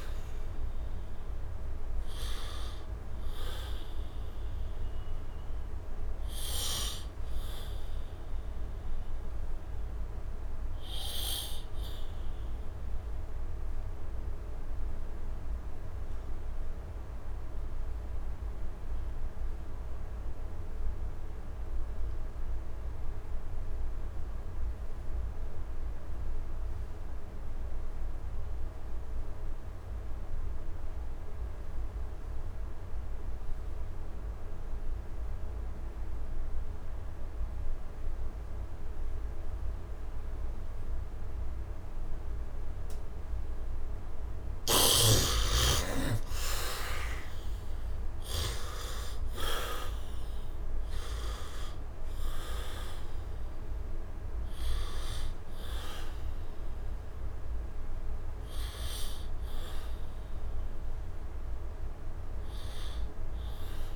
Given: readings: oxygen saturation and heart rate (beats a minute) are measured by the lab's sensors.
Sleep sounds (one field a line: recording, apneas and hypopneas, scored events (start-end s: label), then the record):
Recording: breathing in sleep by a room microphone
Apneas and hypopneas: 1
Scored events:
0.00-18.00 s: oxygen desaturation (device-marked, oxygen 69% lowest, heart rate 70 extreme)
5.00-44.00 s: obstructive apnea (oxygen 96% before, 68% lowest, heart rate 79 before, 73 extreme, up 9 after)
26.00-63.96 s: oxygen desaturation (device-marked, oxygen 100% before, 68% lowest, heart rate 73 before, 71 extreme)
44.00-48.00 s: snoring (device-marked)
45.50-50.50 s: arousal
From the record:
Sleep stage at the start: REM sleep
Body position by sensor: on the back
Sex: male